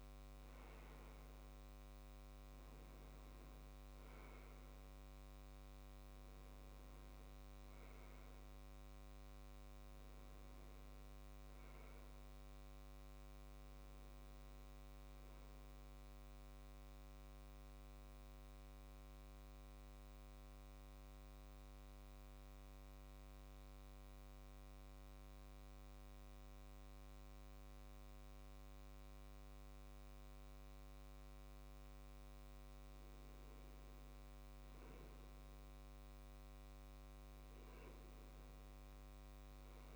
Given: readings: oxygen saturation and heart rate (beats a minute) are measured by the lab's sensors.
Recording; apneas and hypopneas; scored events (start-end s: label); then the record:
breathing in sleep, hard to hear, by a microphone on the trachea; 1
0.00-8.00 s: oxygen desaturation (device-marked, oxygen 93% lowest, heart rate 65 extreme)
20.50-33.00 s: obstructive apnea (oxygen 96% before, 94% lowest, heart rate 72 before, 65 extreme, up 9 after)
34.50-37.00 s: arousal
From the record:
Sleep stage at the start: N2 (light sleep); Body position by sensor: on the left side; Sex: male